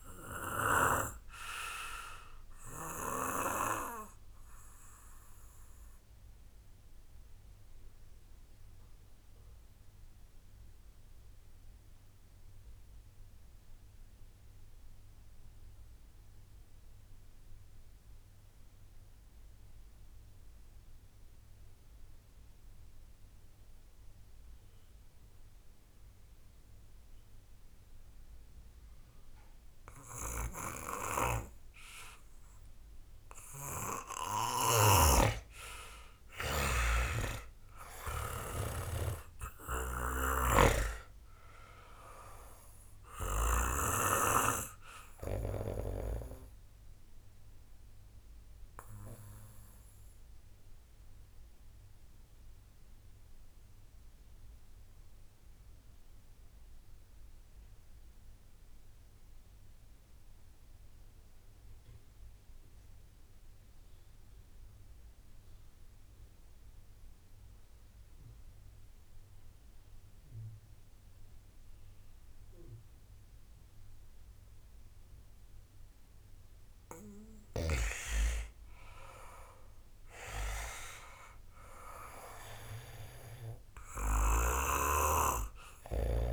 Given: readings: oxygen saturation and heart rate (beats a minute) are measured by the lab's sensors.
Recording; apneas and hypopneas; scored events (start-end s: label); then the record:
breathing in sleep by a room microphone; 2
0.00-17.50 s: oxygen desaturation (device-marked, oxygen 90% lowest, heart rate 28 extreme)
0.50-33.50 s: obstructive apnea (oxygen 98% before, 88% lowest, heart rate 52 before, 47 extreme, up 15 after)
31.50-59.50 s: oxygen desaturation (device-marked, oxygen 96% before, 88% lowest, heart rate 68 before, 47 extreme)
34.50-44.00 s: snoring (device-marked)
35.50-39.50 s: arousal
48.00-75.00 s: obstructive apnea (oxygen 98% before, 88% lowest, heart rate 62 before, 35 extreme, up 7 after)
74.50-86.33 s: oxygen desaturation (device-marked, oxygen 97% before, 88% lowest, heart rate 68 before, 28 extreme)
78.00-81.50 s: arousal
From the record:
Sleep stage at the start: REM sleep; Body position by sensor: on the back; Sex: male